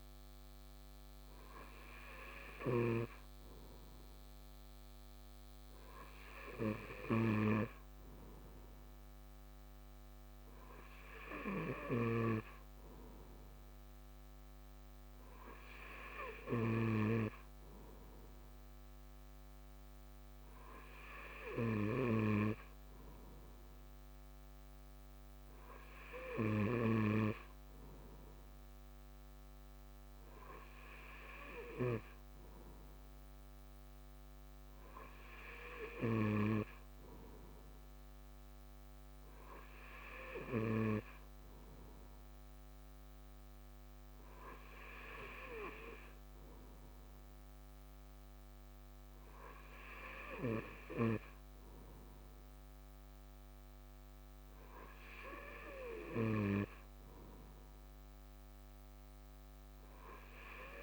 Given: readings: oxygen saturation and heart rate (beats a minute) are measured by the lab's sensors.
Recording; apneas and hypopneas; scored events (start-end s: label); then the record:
breathing in sleep by a microphone on the trachea; none
none scored
From the record:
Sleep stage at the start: N2 (light sleep); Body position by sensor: on the right side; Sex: male